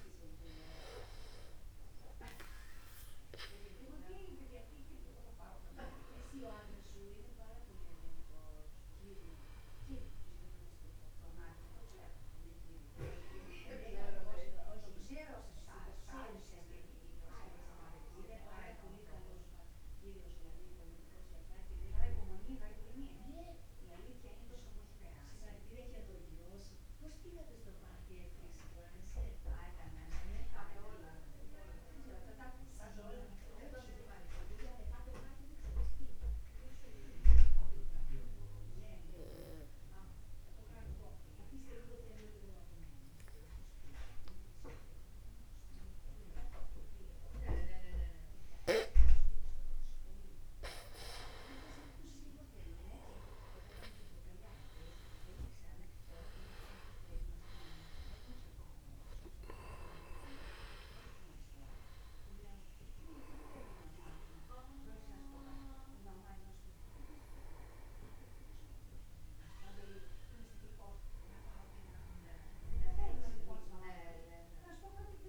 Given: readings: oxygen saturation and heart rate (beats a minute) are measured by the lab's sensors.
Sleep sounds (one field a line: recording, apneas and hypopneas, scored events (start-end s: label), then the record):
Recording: breathing in sleep by a room microphone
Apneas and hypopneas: 1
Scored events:
0.00-4.00 s: arousal
23.00-49.50 s: mixed apnea (oxygen 97% before, 92% lowest, heart rate 50 before, 49 extreme, up 1 after)
56.00-62.00 s: arousal
From the record:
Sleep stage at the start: N2 (light sleep)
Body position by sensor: upright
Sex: male